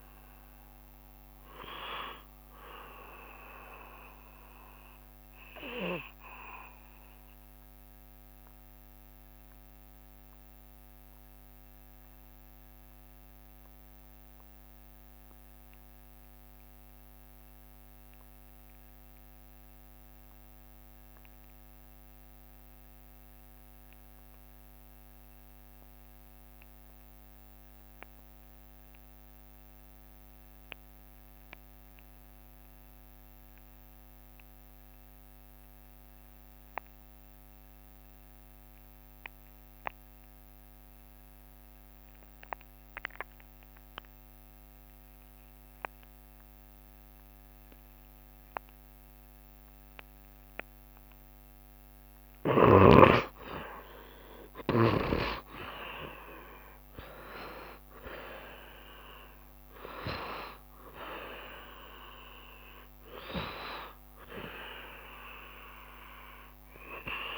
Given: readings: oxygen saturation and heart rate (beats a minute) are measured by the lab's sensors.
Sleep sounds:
breathing in sleep by a microphone on the trachea; 1
0.00-13.50 s: oxygen desaturation (device-marked, oxygen 69% lowest, heart rate 68 extreme)
7.00-52.00 s: obstructive apnea (oxygen 76% before, 69% lowest, heart rate 74 before, 68 extreme, up 4 after)
24.50-67.38 s: oxygen desaturation (device-marked, oxygen 94% before, 70% lowest, heart rate 69 before, 66 extreme)
53.50-58.50 s: arousal
From the record:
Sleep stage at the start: N2 (light sleep); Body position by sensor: on the back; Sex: male

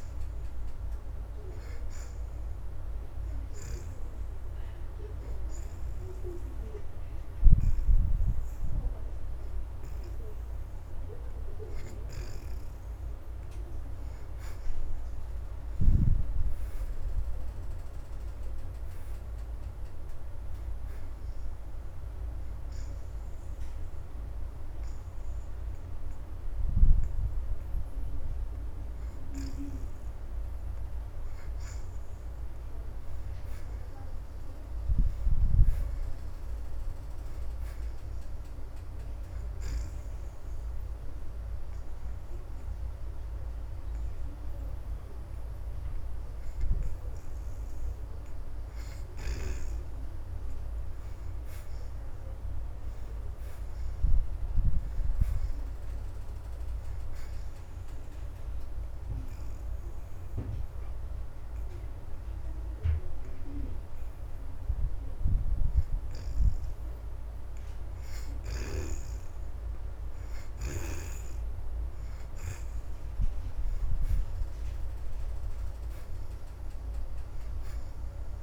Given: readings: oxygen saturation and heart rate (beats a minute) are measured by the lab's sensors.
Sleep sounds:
breathing in sleep by a room microphone; 2
3.50-14.50 s: hypopnea (oxygen 80% before, 62% lowest, heart rate 81 before, 79 extreme, up 4 after)
4.00-44.00 s: oxygen desaturation (device-marked, oxygen 81% before, 62% lowest, heart rate 81 before, 78 extreme)
15.00-18.00 s: arousal
50.50-54.50 s: arousal
57.50-67.50 s: obstructive apnea (oxygen 76% before, 61% lowest, heart rate 82 before, 78 extreme, up 4 after)
69.00-78.43 s: oxygen desaturation (device-marked, oxygen 79% before, 73% lowest, heart rate 82 before, 79 extreme)
From the record:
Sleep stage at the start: N2 (light sleep); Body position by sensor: on the back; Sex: female

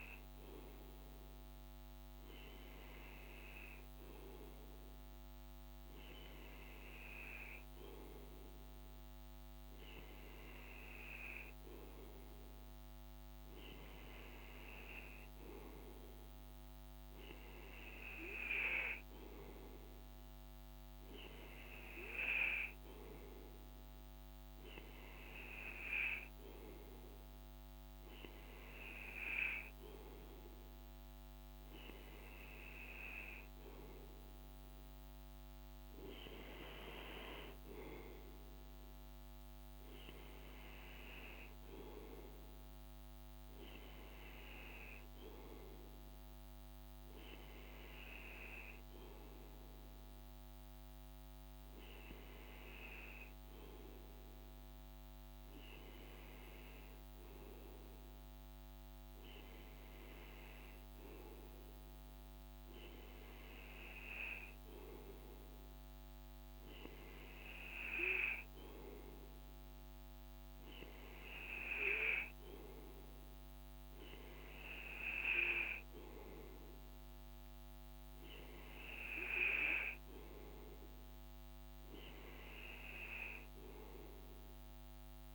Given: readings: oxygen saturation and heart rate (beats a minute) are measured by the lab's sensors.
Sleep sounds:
breathing in sleep by a microphone on the trachea; none
none scored
From the record:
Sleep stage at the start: N2 (light sleep); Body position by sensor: on the right side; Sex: male

